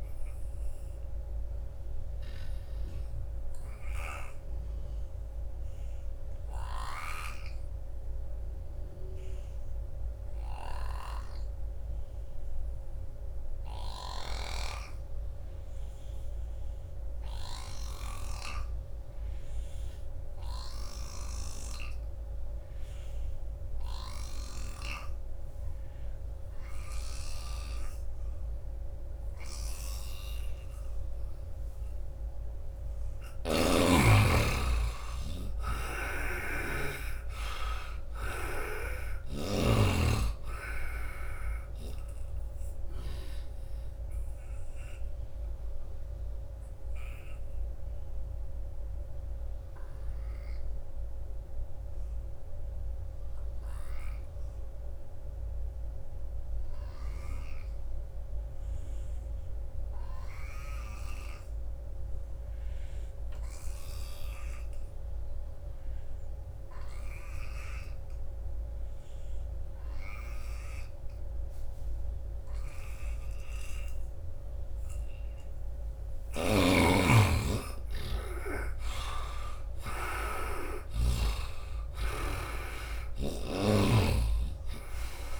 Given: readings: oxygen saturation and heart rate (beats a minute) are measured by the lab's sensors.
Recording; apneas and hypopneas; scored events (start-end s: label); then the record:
breathing in sleep by a room microphone; 2
0.00-7.00 s: oxygen desaturation (device-marked, oxygen 74% lowest, heart rate 71 extreme)
0.50-32.50 s: obstructive apnea (oxygen 96% before, 74% lowest, heart rate 81 before, 65 extreme, up 20 after)
3.50-24.50 s: snoring (device-marked)
14.00-59.00 s: oxygen desaturation (device-marked, oxygen 98% before, 74% lowest, heart rate 88 before, 65 extreme)
23.00-25.00 s: long interval between heartbeats (device-marked, heart rate 82 before, 85 extreme)
33.50-38.00 s: arousal
43.00-75.00 s: obstructive apnea (oxygen 97% before, 73% lowest, heart rate 78 before, 76 extreme, up 17 after)
61.00-85.40 s: oxygen desaturation (device-marked, oxygen 98% before, 73% lowest, heart rate 86 before, 66 extreme)
61.50-63.50 s: long interval between heartbeats (device-marked, heart rate 86 before, 85 extreme)
76.00-81.00 s: snoring (device-marked)
76.50-80.00 s: arousal
77.50-79.50 s: long interval between heartbeats (device-marked, heart rate 83 before, 85 extreme)
From the record:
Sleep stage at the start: N2 (light sleep); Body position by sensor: on the right side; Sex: male